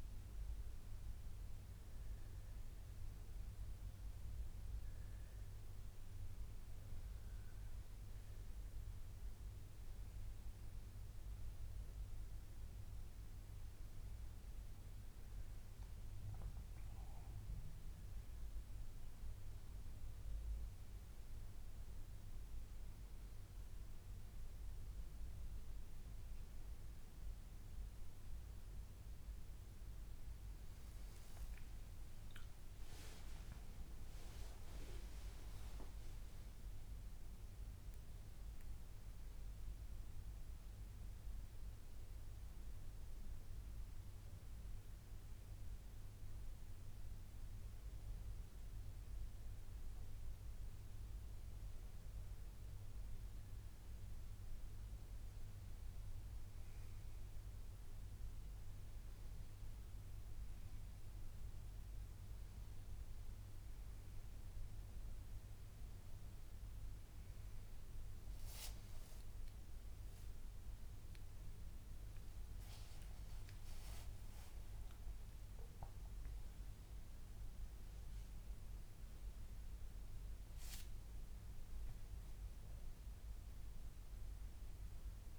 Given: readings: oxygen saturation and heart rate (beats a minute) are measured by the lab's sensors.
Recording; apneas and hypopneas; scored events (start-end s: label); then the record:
a person awake in a sleep study, hard to hear, by a room microphone; none
none scored
From the record:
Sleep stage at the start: awake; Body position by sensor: on the back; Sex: male